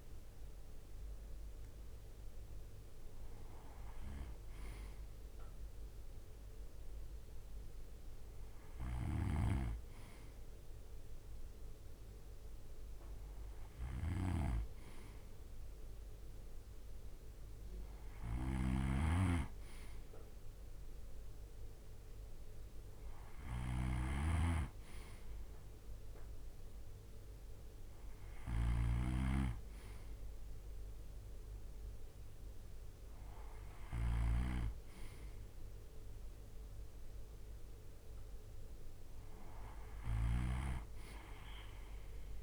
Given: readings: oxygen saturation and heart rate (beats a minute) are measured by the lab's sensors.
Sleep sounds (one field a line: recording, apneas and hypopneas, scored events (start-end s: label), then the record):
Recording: breathing in sleep by a room microphone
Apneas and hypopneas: none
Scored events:
8.00-42.43 s: snoring (device-marked)
From the record:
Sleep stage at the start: N2 (light sleep)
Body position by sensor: on the right side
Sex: male